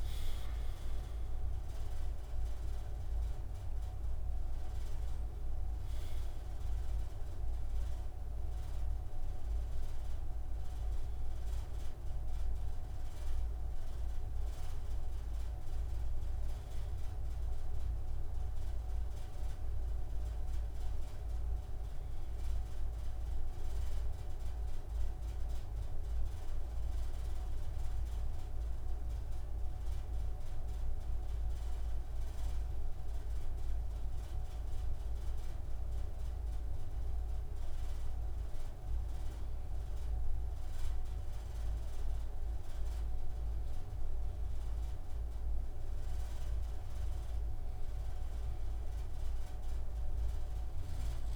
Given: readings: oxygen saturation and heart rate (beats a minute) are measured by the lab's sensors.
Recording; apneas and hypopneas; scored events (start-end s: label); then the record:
breathing in sleep, hard to hear, by a room microphone; 1
0.00-6.50 s: oxygen desaturation (device-marked, oxygen 91% lowest)
16.00-20.50 s: arousal
24.00-47.00 s: obstructive apnea (oxygen 99% before, 91% lowest)
42.50-51.36 s: oxygen desaturation (device-marked, oxygen 99% before, 91% lowest)
49.50-51.36 s: arousal
From the record:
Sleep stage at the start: N2 (light sleep); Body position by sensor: on the right side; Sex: male